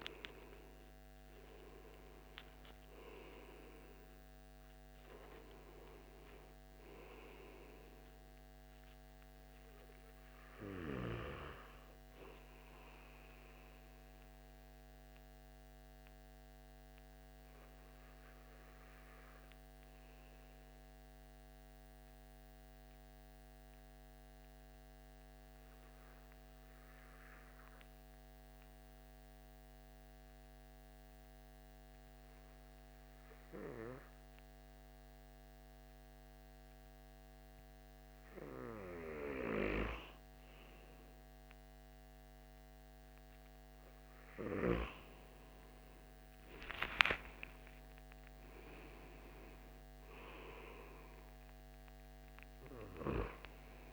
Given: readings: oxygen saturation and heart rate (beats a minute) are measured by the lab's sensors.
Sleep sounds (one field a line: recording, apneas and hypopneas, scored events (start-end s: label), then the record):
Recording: breathing in sleep by a microphone on the trachea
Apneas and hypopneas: 1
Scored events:
0.00-17.50 s: oxygen desaturation (device-marked, oxygen 93% lowest, heart rate 66 extreme)
13.50-38.50 s: obstructive apnea (oxygen 97% before, 93% lowest, heart rate 84 before, 68 extreme, up 1 after)
42.50-53.93 s: oxygen desaturation (device-marked, oxygen 96% before, 93% lowest, heart rate 73 before, 69 extreme)
46.00-50.50 s: arousal
From the record:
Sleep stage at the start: N2 (light sleep)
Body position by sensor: on the back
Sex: male